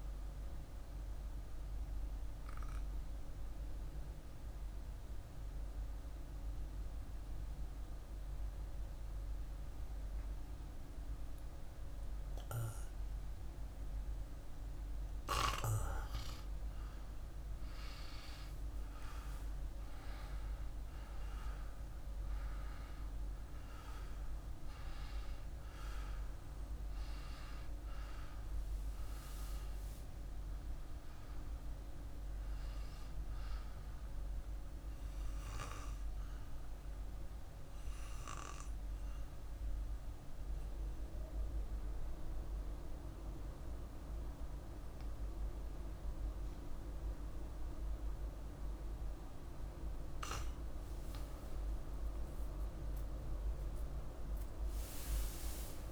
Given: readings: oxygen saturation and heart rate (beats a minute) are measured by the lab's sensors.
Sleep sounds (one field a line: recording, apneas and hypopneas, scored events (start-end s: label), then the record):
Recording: breathing in sleep, hard to hear, by a room microphone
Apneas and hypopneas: 2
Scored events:
3.00-16.50 s: obstructive apnea (oxygen 97% before, 94% lowest, heart rate 83 before, 52 extreme, up 1 after)
19.00-23.50 s: arousal
27.50-44.50 s: oxygen desaturation (device-marked, oxygen 98% before, 94% lowest, heart rate 52 before, 51 extreme)
34.50-49.00 s: obstructive apnea (oxygen 100% before, 94% lowest, heart rate 53 before, 51 extreme, up 2 after)
52.00-55.92 s: arousal
From the record:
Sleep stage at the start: N2 (light sleep)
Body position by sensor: on the back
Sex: male